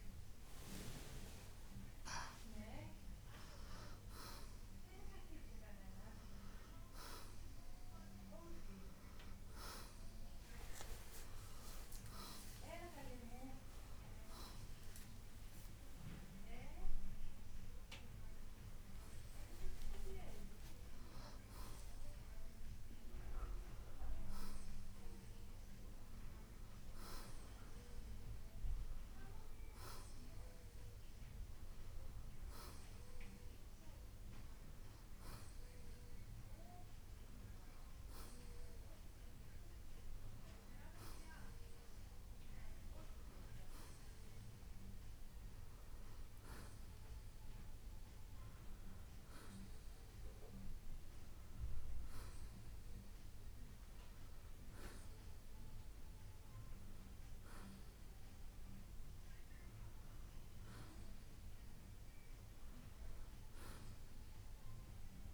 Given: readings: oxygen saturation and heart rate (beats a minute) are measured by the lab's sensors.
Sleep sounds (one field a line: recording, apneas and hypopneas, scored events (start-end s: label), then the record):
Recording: a person partly awake in a sleep study, by a room microphone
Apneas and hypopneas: none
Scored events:
30.00-65.34 s: new sleep stage, N1 (lightest sleep)
From the record:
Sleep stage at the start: awake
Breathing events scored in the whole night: 207 in 4.2 hours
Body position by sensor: on the right side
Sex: male